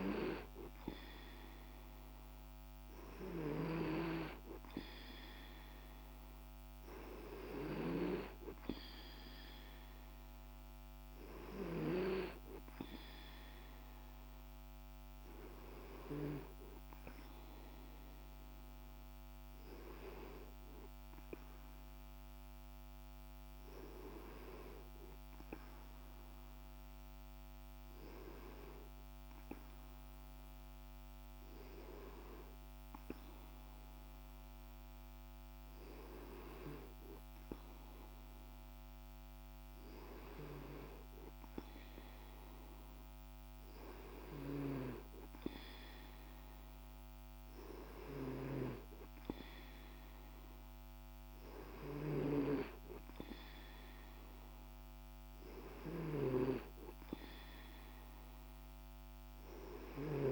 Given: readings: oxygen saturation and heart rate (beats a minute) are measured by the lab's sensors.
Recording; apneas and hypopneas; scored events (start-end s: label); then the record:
breathing in sleep by a microphone on the trachea; none
none scored
From the record:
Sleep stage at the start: N2 (light sleep); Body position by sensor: on the right side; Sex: male